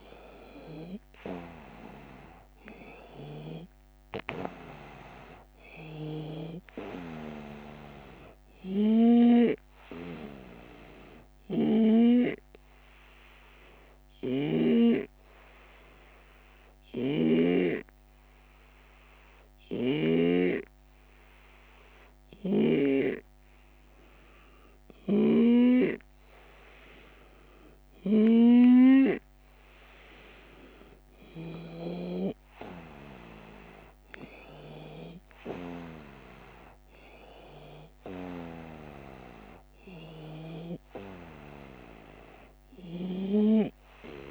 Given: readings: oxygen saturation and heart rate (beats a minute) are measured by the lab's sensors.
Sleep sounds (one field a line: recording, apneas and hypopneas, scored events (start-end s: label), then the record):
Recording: breathing in sleep by a microphone on the trachea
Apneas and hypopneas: 1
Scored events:
0.00-4.50 s: arousal
0.00-10.50 s: oxygen desaturation (device-marked, oxygen 92% lowest)
12.00-28.00 s: hypopnea (oxygen 95% before, 91% lowest)
14.00-17.50 s: snoring (device-marked)
31.50-36.00 s: arousal
From the record:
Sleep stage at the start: N2 (light sleep)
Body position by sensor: on the right side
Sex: male